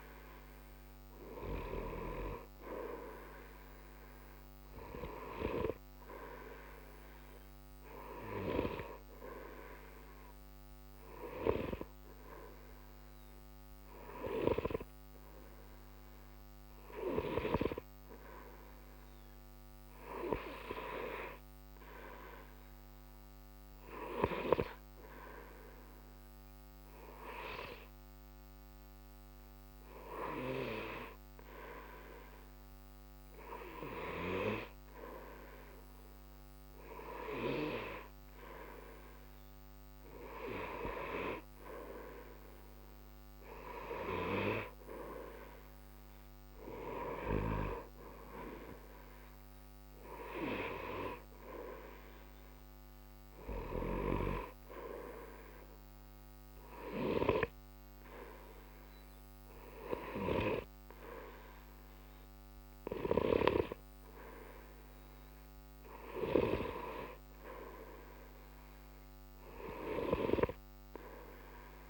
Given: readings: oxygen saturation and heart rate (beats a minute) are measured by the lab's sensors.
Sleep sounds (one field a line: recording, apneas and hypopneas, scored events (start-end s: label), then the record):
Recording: breathing in sleep by a microphone on the trachea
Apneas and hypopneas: 2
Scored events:
10.00-31.50 s: hypopnea (oxygen 94% before, 92% lowest, heart rate 60 before, 60 extreme, up 1 after)
34.00-38.00 s: arousal
53.50-65.50 s: hypopnea (oxygen 95% before, 91% lowest, heart rate 60 before, 60 extreme, up 0 after)
68.00-71.50 s: arousal
From the record:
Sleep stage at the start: N2 (light sleep)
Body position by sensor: on the right side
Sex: male